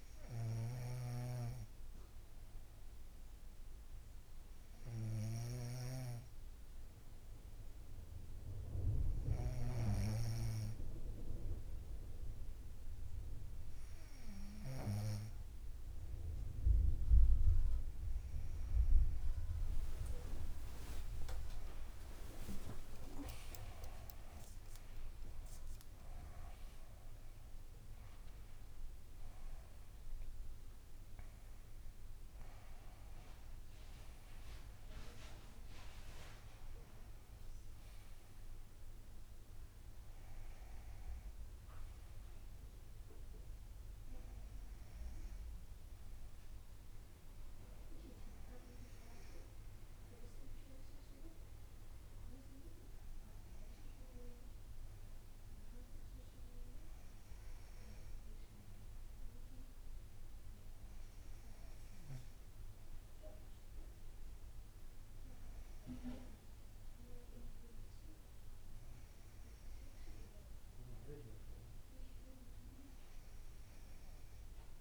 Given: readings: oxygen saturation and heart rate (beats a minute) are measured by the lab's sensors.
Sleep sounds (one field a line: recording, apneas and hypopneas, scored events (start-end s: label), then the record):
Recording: breathing in sleep by a room microphone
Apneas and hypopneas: none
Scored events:
0.00-10.00 s: snoring (device-marked)
19.00-24.50 s: arousal
From the record:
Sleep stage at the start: N2 (light sleep)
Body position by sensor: on the front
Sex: female